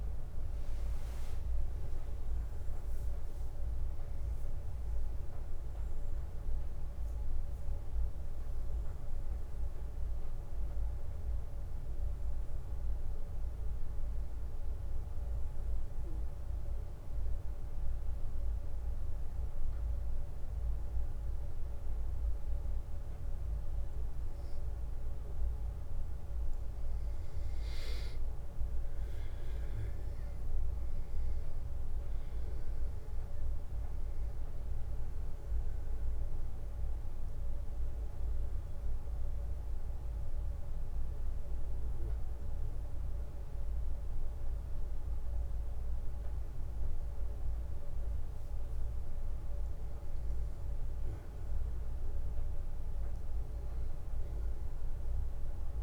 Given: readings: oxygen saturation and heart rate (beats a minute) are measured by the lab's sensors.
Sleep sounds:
breathing in sleep, hard to hear, by a room microphone; 2
14.00-25.50 s: obstructive apnea (oxygen 96% before, 92% lowest, heart rate 35 before, 48 extreme)
18.00-55.83 s: new sleep stage, N2 (light sleep)
25.00-42.00 s: oxygen desaturation (device-marked, oxygen 97% before, 93% lowest, heart rate 56 before, 147 extreme)
28.00-32.50 s: arousal
38.00-49.50 s: obstructive apnea (oxygen 97% before, 92% lowest, heart rate 153 before, 147 extreme, up 31 after)
51.00-54.00 s: arousal
From the record:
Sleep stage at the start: N1 (lightest sleep); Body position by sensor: on the back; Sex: male

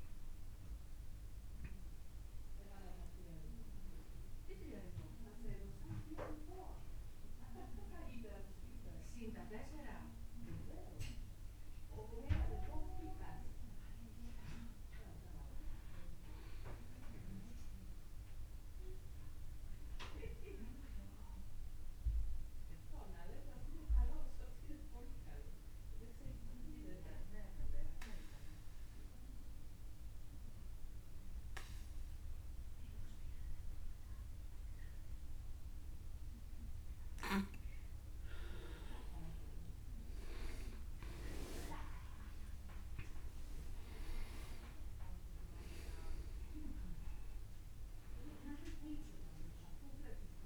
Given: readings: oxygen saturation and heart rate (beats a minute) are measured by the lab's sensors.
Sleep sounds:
breathing in sleep by a room microphone; 1
0.00-13.00 s: oxygen desaturation (device-marked, oxygen 85% lowest, heart rate 35 extreme)
13.00-15.50 s: arousal
17.50-37.50 s: obstructive apnea (oxygen 100% before, 91% lowest, heart rate 50 before, 30 extreme, up 44 after)
29.00-31.00 s: tachycardia (device-marked, heart rate 56 before, 90 extreme)
38.00-40.00 s: tachycardia (device-marked, heart rate 56 before, 84 extreme)
39.00-50.46 s: oxygen desaturation (device-marked, oxygen 99% before, 91% lowest, heart rate 70 before, 30 extreme)
40.00-43.50 s: arousal
42.00-44.00 s: tachycardia (device-marked, heart rate 56 before, 116 extreme)
From the record:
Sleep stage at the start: N2 (light sleep); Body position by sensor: on the back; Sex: male

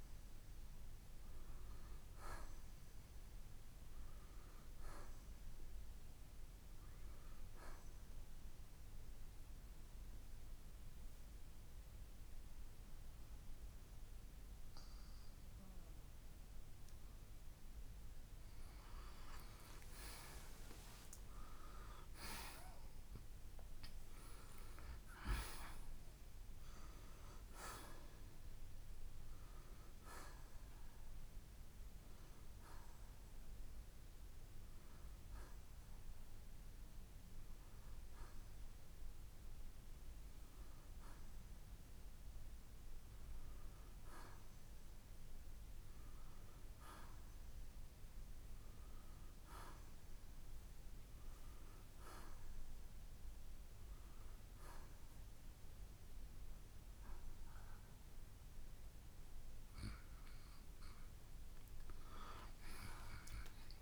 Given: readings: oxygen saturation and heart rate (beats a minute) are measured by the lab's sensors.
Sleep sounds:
breathing in sleep by a room microphone; none
22.50-26.50 s: arousal
31.00-48.00 s: oxygen desaturation (device-marked, oxygen 92% before, 85% lowest, heart rate 67 before, 58 extreme)
From the record:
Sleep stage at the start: N2 (light sleep); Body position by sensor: on the right side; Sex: male

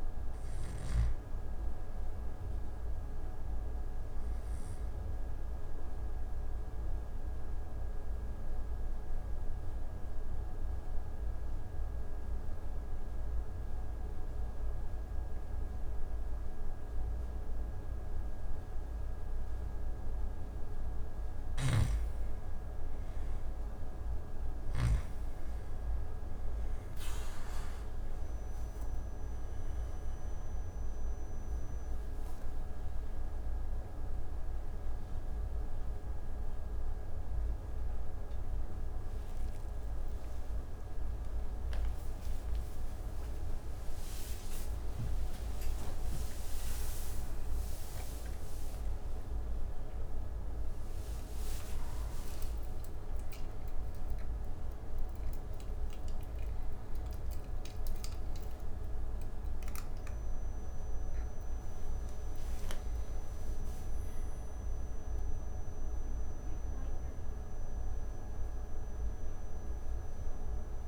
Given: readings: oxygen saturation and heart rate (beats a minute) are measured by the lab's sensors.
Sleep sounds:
a person awake in a sleep study, hard to hear, by a room microphone; 1
0.00-16.00 s: oxygen desaturation (device-marked, oxygen 87% lowest)
4.00-20.50 s: obstructive apnea (oxygen 97% before, 85% lowest)
21.00-25.00 s: snoring (device-marked)
27.00-61.00 s: oxygen desaturation (device-marked, oxygen 97% before, 85% lowest)
31.00-70.88 s: new sleep stage, awake
From the record:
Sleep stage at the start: N2 (light sleep); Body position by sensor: on the back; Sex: male

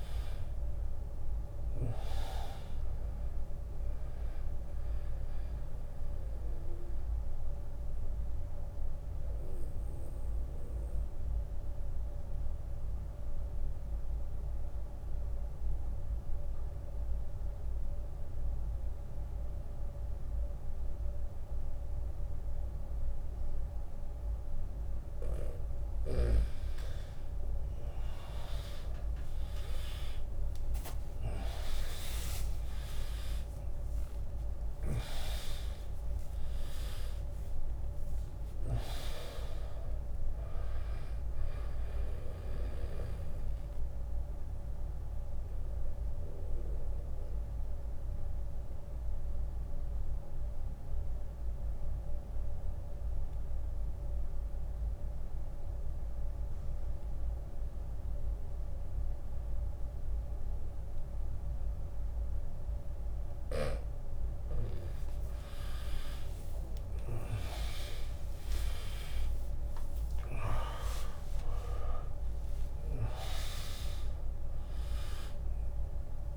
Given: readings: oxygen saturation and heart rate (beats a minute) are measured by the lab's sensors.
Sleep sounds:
breathing in sleep by a room microphone; 2
0.00-10.00 s: drop in pulse transit time (device-marked, heart rate 68 extreme)
0.00-19.00 s: oxygen desaturation (device-marked, oxygen 94% lowest, heart rate 62 extreme)
5.00-23.50 s: obstructive apnea (oxygen 100% before, 94% lowest, heart rate 77 before, 62 extreme, up 27 after)
20.00-22.00 s: long interval between heartbeats (device-marked, heart rate 74 before, 66 extreme)
28.00-41.00 s: drop in pulse transit time (device-marked, heart rate 71 before, 79 extreme)
28.50-32.50 s: arousal
31.50-33.50 s: long interval between heartbeats (device-marked, heart rate 71 before, 89 extreme)
33.00-53.00 s: oxygen desaturation (device-marked, oxygen 100% before, 95% lowest, heart rate 73 before, 68 extreme)
33.50-35.50 s: long interval between heartbeats (device-marked, heart rate 73 before, 90 extreme)
42.50-62.50 s: obstructive apnea (oxygen 100% before, 94% lowest, heart rate 82 before, 62 extreme, up 15 after)
58.00-60.00 s: long interval between heartbeats (device-marked, heart rate 77 before, 69 extreme)
65.00-70.00 s: arousal
68.00-76.37 s: drop in pulse transit time (device-marked, heart rate 73 before, 80 extreme)
71.00-76.37 s: oxygen desaturation (device-marked, oxygen 100% before, 94% lowest, heart rate 75 before, 59 extreme)
From the record:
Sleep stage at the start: N2 (light sleep); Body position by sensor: on the right side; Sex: male

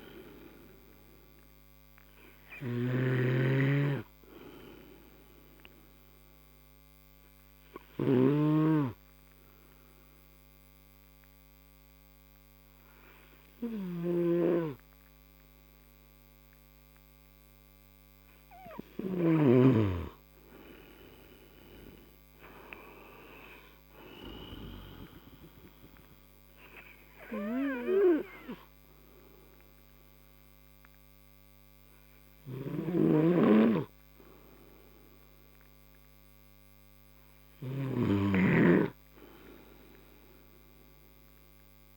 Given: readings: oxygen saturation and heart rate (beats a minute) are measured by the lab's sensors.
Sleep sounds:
breathing in sleep by a microphone on the trachea; 1
0.00-3.50 s: snoring (device-marked)
3.50-17.50 s: oxygen desaturation (device-marked, oxygen 98% before, 94% lowest)
7.00-19.50 s: obstructive apnea (oxygen 99% before, 93% lowest)
21.00-23.50 s: arousal
33.00-41.97 s: snoring (device-marked)
From the record:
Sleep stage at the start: N2 (light sleep); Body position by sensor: on the right side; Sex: male

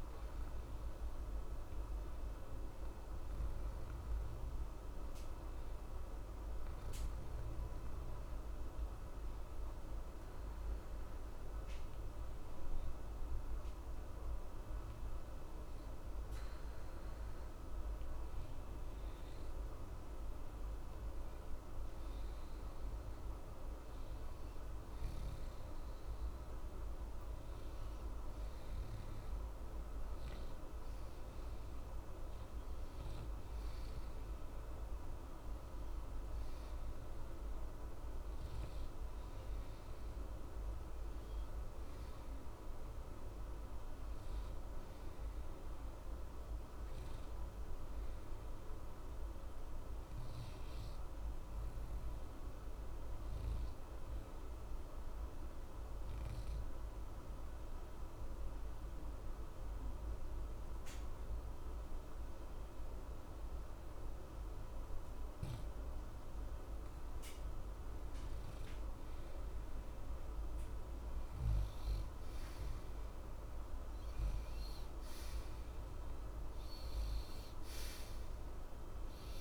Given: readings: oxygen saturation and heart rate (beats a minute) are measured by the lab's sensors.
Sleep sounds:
breathing in sleep, hard to hear, by a room microphone; 2
5.00-21.00 s: hypopnea (oxygen 96% before, 92% lowest, heart rate 83 before, 65 extreme, up 0 after)
14.00-74.00 s: new sleep stage, N2 (light sleep)
23.50-28.00 s: arousal
29.00-44.00 s: oxygen desaturation (device-marked, oxygen 95% before, 92% lowest, heart rate 66 before, 55 extreme)
51.50-65.50 s: obstructive apnea (oxygen 95% before, 90% lowest, heart rate 65 before, 55 extreme, up 19 after)
74.00-79.41 s: new sleep stage, awake
From the record:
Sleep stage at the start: N1 (lightest sleep); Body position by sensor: on the back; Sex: male

